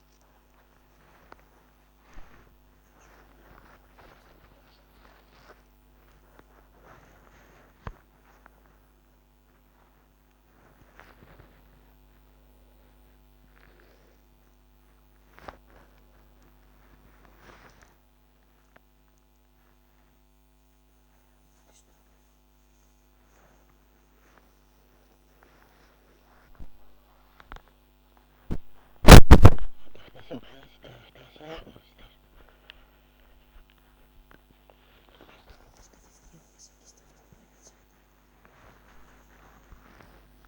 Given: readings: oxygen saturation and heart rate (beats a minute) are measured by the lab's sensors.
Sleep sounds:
a person awake in a sleep study, by a microphone on the trachea; none
none scored
From the record:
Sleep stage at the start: awake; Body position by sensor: upright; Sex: female

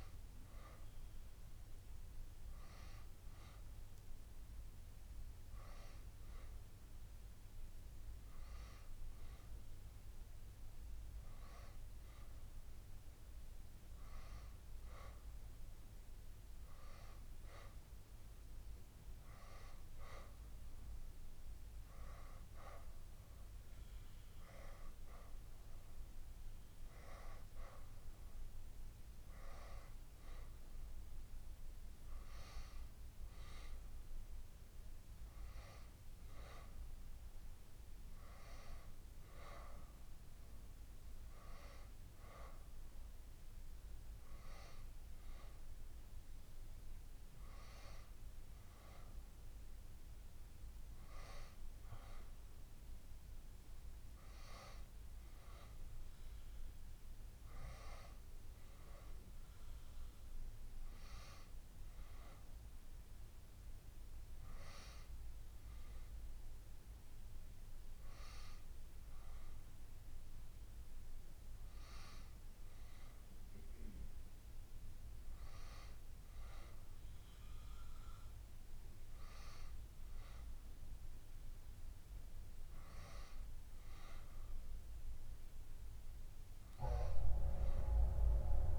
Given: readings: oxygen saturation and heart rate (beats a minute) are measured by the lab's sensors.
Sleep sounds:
breathing in sleep by a room microphone; none
none scored
From the record:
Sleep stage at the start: N2 (light sleep); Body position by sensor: on the back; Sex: female

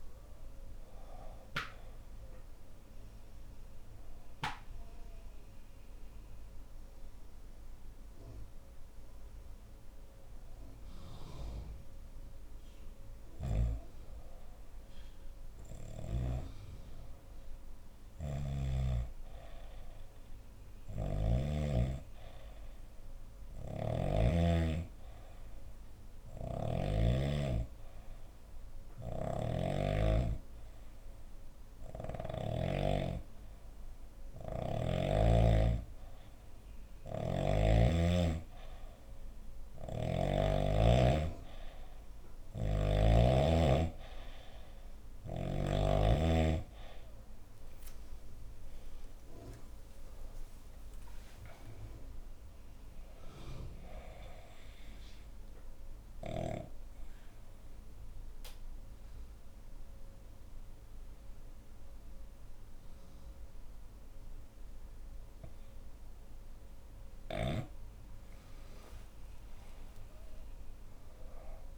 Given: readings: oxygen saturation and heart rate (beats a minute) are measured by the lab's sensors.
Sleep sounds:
breathing in sleep by a room microphone; 2
0.00-12.50 s: oxygen desaturation (device-marked, oxygen 90% lowest, heart rate 61 extreme)
6.50-44.50 s: hypopnea (oxygen 97% before, 90% lowest, heart rate 69 before, 56 extreme, up 20 after)
23.00-26.50 s: snoring (device-marked)
28.50-32.00 s: snoring (device-marked)
28.50-53.50 s: oxygen desaturation (device-marked, oxygen 97% before, 90% lowest, heart rate 63 before, 56 extreme)
36.50-40.00 s: snoring (device-marked)
47.50-51.50 s: arousal
53.50-66.00 s: obstructive apnea (oxygen 95% before, 89% lowest, heart rate 69 before, 56 extreme, up 14 after)
57.50-65.50 s: bradycardia (device-marked, heart rate 67 before, 56 extreme)
68.00-71.50 s: arousal
From the record:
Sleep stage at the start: N2 (light sleep); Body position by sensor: on the back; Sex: female

